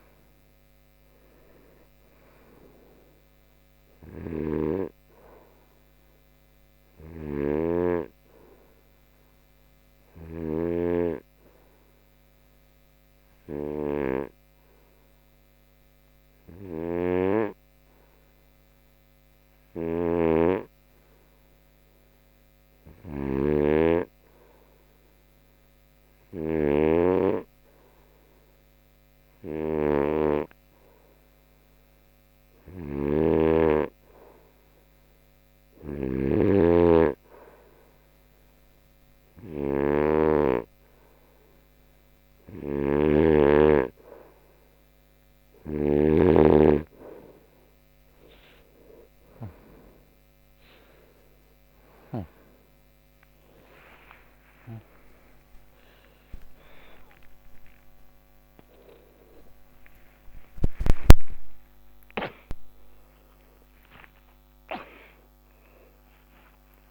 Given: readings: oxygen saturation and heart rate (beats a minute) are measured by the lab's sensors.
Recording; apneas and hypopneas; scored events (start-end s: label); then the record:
a person partly awake in a sleep study, by a microphone on the trachea; 1
0.00-14.50 s: oxygen desaturation (device-marked, oxygen 91% lowest)
9.50-34.00 s: hypopnea (oxygen 96% before, 91% lowest)
33.00-37.00 s: snoring (device-marked)
38.50-66.91 s: oxygen desaturation (device-marked, oxygen 98% before, 91% lowest)
43.00-46.50 s: snoring (device-marked)
44.50-66.91 s: new sleep stage, awake
56.50-58.50 s: long interval between heartbeats (device-marked)
60.50-62.50 s: long interval between heartbeats (device-marked)
From the record:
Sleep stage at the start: N2 (light sleep); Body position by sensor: on the right side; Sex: male